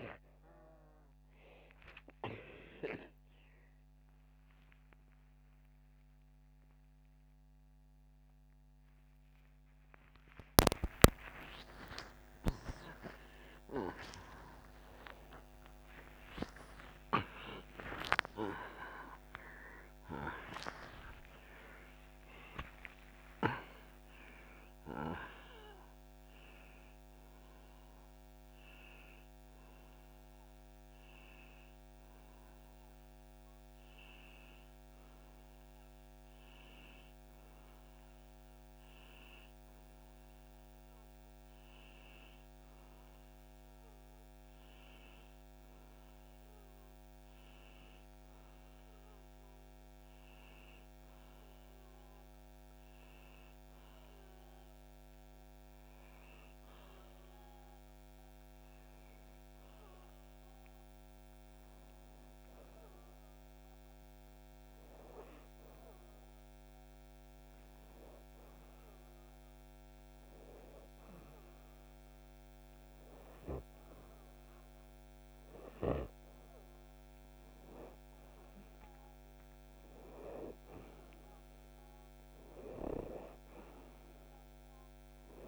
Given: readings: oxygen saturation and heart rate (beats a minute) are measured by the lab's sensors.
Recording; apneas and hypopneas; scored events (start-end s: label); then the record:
a person partly awake in a sleep study, by a microphone on the trachea; none
16.50-33.50 s: oxygen desaturation (device-marked, oxygen 94% before, 87% lowest)
21.50-51.50 s: new sleep stage, N1 (lightest sleep)
51.50-85.48 s: new sleep stage, N2 (light sleep)
80.50-85.48 s: oxygen desaturation (device-marked, oxygen 98% before, 95% lowest, heart rate 41 before, 46 extreme)
From the record:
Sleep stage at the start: awake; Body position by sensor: upright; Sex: male